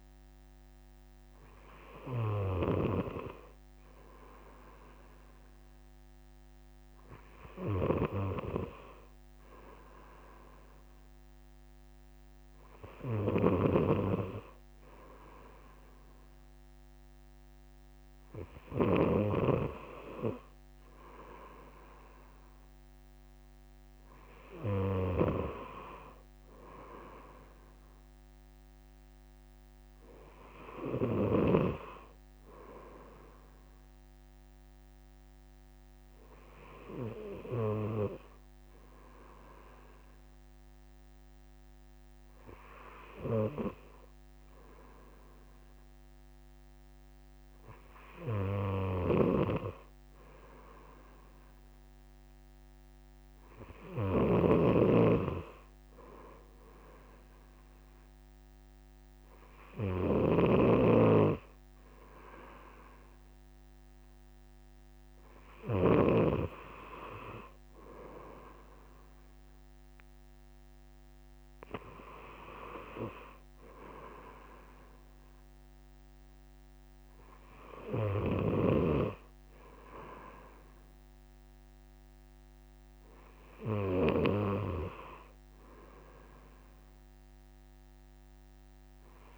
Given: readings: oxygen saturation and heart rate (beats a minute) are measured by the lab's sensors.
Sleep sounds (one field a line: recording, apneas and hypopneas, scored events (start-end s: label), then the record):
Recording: breathing in sleep by a microphone on the trachea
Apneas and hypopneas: none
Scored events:
13.50-31.50 s: snoring (device-marked)
49.00-66.00 s: snoring (device-marked)
78.00-89.38 s: snoring (device-marked)
From the record:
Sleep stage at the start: N2 (light sleep)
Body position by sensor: on the right side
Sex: male